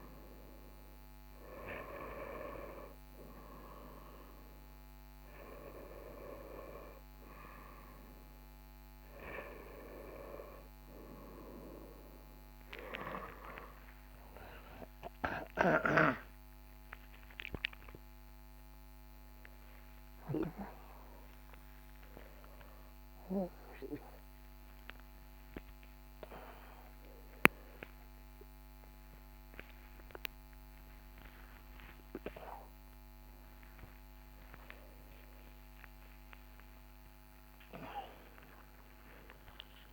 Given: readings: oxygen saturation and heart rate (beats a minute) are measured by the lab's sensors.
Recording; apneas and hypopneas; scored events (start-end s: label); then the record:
a person awake in a sleep study, by a microphone on the trachea; none
8.00-39.93 s: new sleep stage, awake
From the record:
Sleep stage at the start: N2 (light sleep); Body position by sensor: on the right side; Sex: male